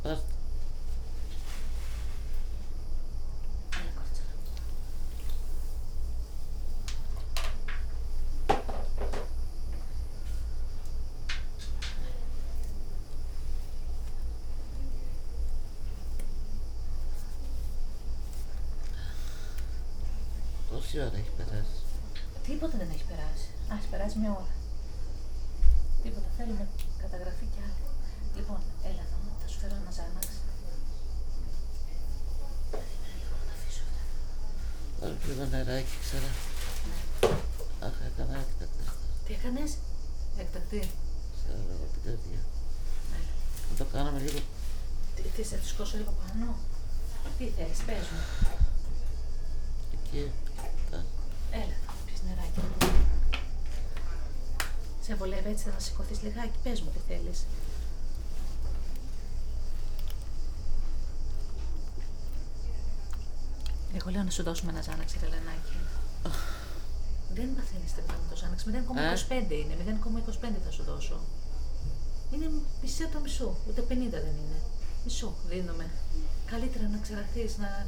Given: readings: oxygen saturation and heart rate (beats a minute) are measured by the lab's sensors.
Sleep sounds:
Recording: a person awake in a sleep study, by a room microphone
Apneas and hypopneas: none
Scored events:
2.00-22.00 s: tachycardia (device-marked, heart rate 81 before, 143 extreme)
5.50-7.50 s: long interval between heartbeats (device-marked, heart rate 78 before, 109 extreme)
8.00-10.00 s: long interval between heartbeats (device-marked, heart rate 84 before, 127 extreme)
13.00-15.00 s: long interval between heartbeats (device-marked, heart rate 94 before, 110 extreme)
18.50-20.50 s: long interval between heartbeats (device-marked, heart rate 103 before, 136 extreme)
26.50-29.50 s: leg movement (device-marked)
30.00-39.50 s: leg movement (device-marked)
32.00-39.00 s: tachycardia (device-marked, heart rate 84 before, 127 extreme)
35.00-37.00 s: long interval between heartbeats (device-marked, heart rate 105 before, 101 extreme)
35.00-45.00 s: oxygen desaturation (device-marked, oxygen 99% before, 96% lowest, heart rate 105 before, 81 extreme)
37.50-39.50 s: long interval between heartbeats (device-marked, heart rate 105 before, 125 extreme)
41.50-45.50 s: leg movement (device-marked)
42.00-47.00 s: tachycardia (device-marked, heart rate 84 before, 109 extreme)
43.50-45.50 s: long interval between heartbeats (device-marked, heart rate 99 before, 86 extreme)
50.00-51.50 s: leg movement (device-marked)
52.00-53.00 s: leg movement (device-marked)
54.00-60.00 s: tachycardia (device-marked, heart rate 85 before, 120 extreme)
57.00-60.00 s: leg movement (device-marked)
57.50-59.50 s: long interval between heartbeats (device-marked, heart rate 100 before, 107 extreme)
From the record:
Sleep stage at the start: awake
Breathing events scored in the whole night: 299 in 4.3 hours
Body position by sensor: on the back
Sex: female

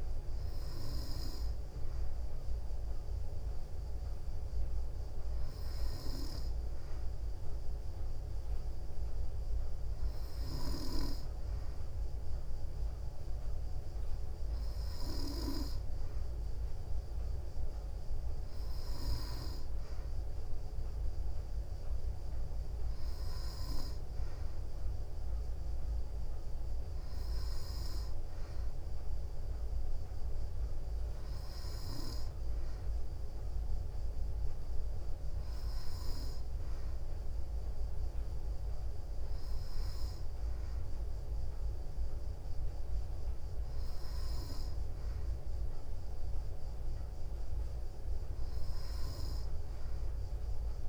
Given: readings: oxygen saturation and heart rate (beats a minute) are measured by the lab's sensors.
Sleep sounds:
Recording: breathing in sleep, hard to hear, by a room microphone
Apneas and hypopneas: none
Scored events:
none scored
From the record:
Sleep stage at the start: N2 (light sleep)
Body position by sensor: on the back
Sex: female

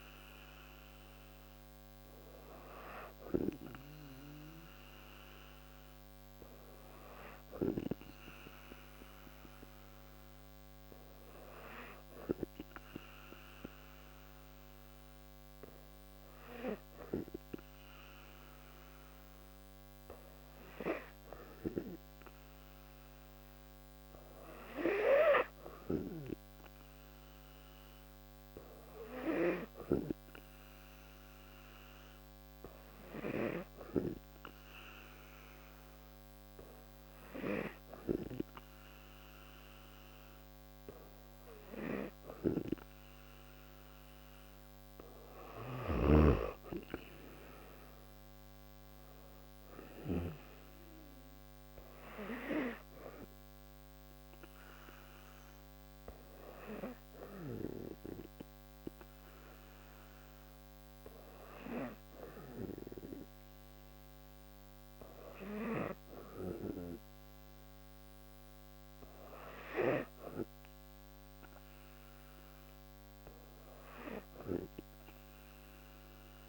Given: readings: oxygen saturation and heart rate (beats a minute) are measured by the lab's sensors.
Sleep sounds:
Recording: breathing in sleep by a microphone on the trachea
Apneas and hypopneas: 2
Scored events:
19.50-41.50 s: hypopnea (oxygen 96% before, 93% lowest, heart rate 75 before, 69 extreme, up 4 after)
46.50-50.00 s: arousal
57.00-69.50 s: hypopnea (oxygen 95% before, 93% lowest, heart rate 78 before, 70 extreme, up 4 after)
71.00-74.50 s: arousal
From the record:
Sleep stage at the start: N2 (light sleep)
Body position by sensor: on the back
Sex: female

